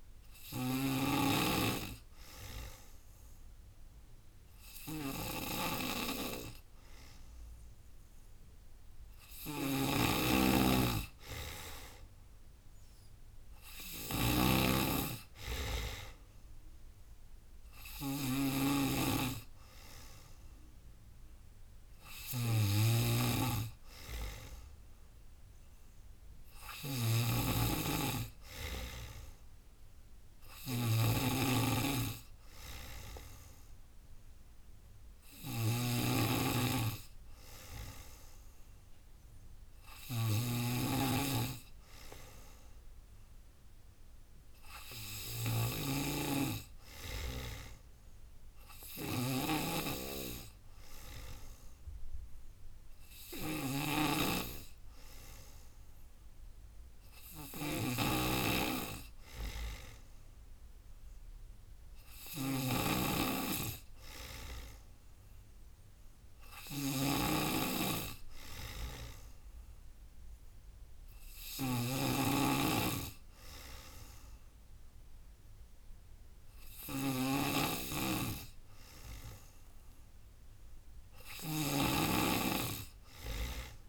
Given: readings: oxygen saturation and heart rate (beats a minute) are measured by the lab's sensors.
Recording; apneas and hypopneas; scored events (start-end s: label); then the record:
breathing in sleep by a room microphone; none
0.00-83.89 s: snoring (device-marked)
1.50-12.50 s: tachycardia (device-marked, heart rate 37 before, 124 extreme)
4.50-6.50 s: long interval between heartbeats (device-marked, heart rate 102 before, 104 extreme)
9.00-11.00 s: long interval between heartbeats (device-marked, heart rate 106 before, 119 extreme)
10.50-20.50 s: drop in pulse transit time (device-marked, heart rate 110 before, 94 extreme)
11.00-13.00 s: long interval between heartbeats (device-marked, heart rate 110 before, 118 extreme)
14.50-19.50 s: tachycardia (device-marked, heart rate 40 before, 109 extreme)
17.50-19.50 s: long interval between heartbeats (device-marked, heart rate 113 before, 107 extreme)
24.50-32.50 s: tachycardia (device-marked, heart rate 42 before, 125 extreme)
28.00-30.00 s: long interval between heartbeats (device-marked, heart rate 104 before, 103 extreme)
30.50-32.50 s: long interval between heartbeats (device-marked, heart rate 103 before, 124 extreme)
35.50-37.50 s: long interval between heartbeats (device-marked, heart rate 104 before, 100 extreme)
36.50-83.89 s: tachycardia (device-marked, heart rate 45 before, 179 extreme)
40.00-42.00 s: long interval between heartbeats (device-marked, heart rate 103 before, 118 extreme)
46.50-48.50 s: long interval between heartbeats (device-marked, heart rate 110 before, 109 extreme)
48.50-50.50 s: long interval between heartbeats (device-marked, heart rate 112 before, 125 extreme)
50.50-52.50 s: long interval between heartbeats (device-marked, heart rate 114 before, 120 extreme)
56.50-58.50 s: long interval between heartbeats (device-marked, heart rate 117 before, 129 extreme)
58.50-60.50 s: long interval between heartbeats (device-marked, heart rate 120 before, 118 extreme)
61.00-63.00 s: long interval between heartbeats (device-marked, heart rate 121 before, 126 extreme)
64.00-66.00 s: long interval between heartbeats (device-marked, heart rate 124 before, 150 extreme)
64.50 s: drop in pulse transit time (device-marked)
66.00-68.00 s: long interval between heartbeats (device-marked, heart rate 128 before, 166 extreme)
68.00-70.00 s: long interval between heartbeats (device-marked, heart rate 134 before, 150 extreme)
73.00-75.00 s: long interval between heartbeats (device-marked, heart rate 140 before, 127 extreme)
75.50-77.50 s: long interval between heartbeats (device-marked, heart rate 139 before, 135 extreme)
78.50-80.50 s: long interval between heartbeats (device-marked, heart rate 141 before, 129 extreme)
80.50-82.50 s: long interval between heartbeats (device-marked, heart rate 142 before, 125 extreme)
From the record:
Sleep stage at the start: N2 (light sleep); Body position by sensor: on the back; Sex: female